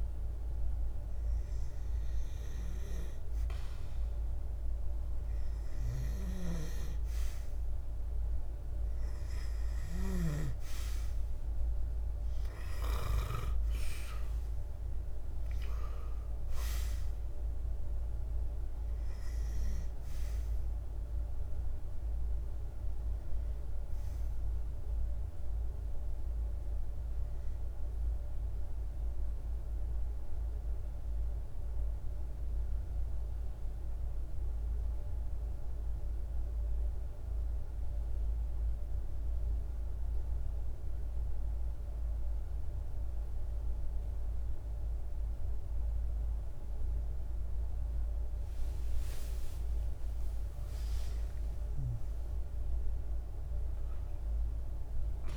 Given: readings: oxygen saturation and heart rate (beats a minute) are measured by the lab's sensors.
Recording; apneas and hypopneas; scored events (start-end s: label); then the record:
breathing in sleep by a room microphone; 1
0.00-2.50 s: arousal
0.00-16.00 s: oxygen desaturation (device-marked, oxygen 89% lowest, heart rate 50 extreme)
28.00-47.50 s: obstructive apnea (oxygen 94% before, 91% lowest, heart rate 53 before, 51 extreme, up 51 after)
45.00-55.37 s: new sleep stage, REM sleep
48.50-52.50 s: arousal
51.00-55.37 s: oxygen desaturation (device-marked, oxygen 98% before, 92% lowest, heart rate 58 before, 51 extreme)
From the record:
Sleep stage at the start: N2 (light sleep); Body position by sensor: on the back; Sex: male